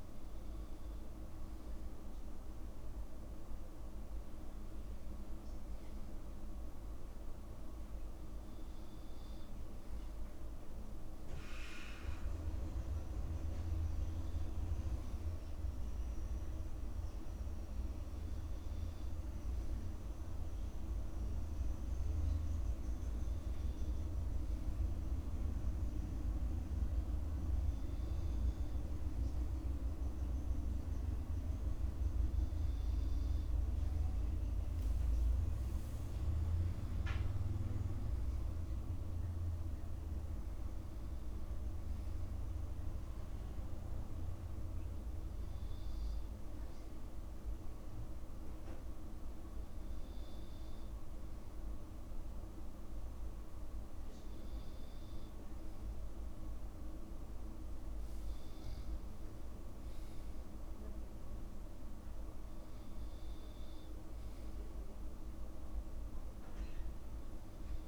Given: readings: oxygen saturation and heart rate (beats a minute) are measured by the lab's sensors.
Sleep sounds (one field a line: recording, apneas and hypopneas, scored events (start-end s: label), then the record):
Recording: breathing in sleep, hard to hear, by a room microphone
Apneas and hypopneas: none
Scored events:
none scored
From the record:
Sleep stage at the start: N2 (light sleep)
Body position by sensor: on the back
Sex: male